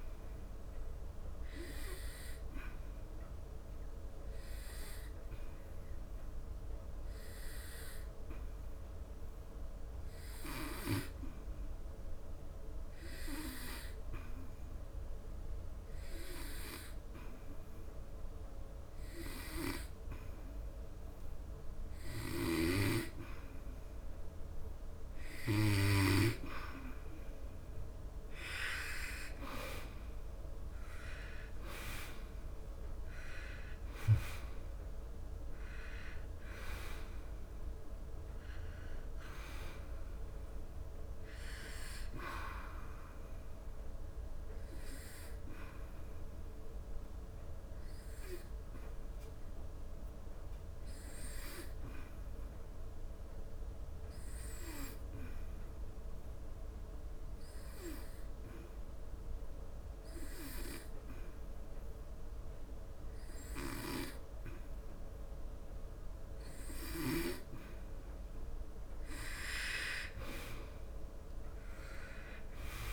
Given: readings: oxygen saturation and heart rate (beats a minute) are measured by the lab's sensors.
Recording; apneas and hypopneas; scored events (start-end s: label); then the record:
breathing in sleep by a room microphone; 2
0.00-18.00 s: oxygen desaturation (device-marked, oxygen 92% lowest, heart rate 69 extreme)
2.50-26.00 s: obstructive apnea (oxygen 99% before, 89% lowest, heart rate 76 before, 69 extreme, up 12 after)
28.00-31.50 s: arousal
28.00-54.00 s: oxygen desaturation (device-marked, oxygen 97% before, 89% lowest, heart rate 75 before, 73 extreme)
46.50-67.00 s: obstructive apnea (oxygen 97% before, 89% lowest, heart rate 80 before, 73 extreme, up 7 after)
68.50-72.00 s: arousal
From the record:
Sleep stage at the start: N2 (light sleep); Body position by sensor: on the back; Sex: male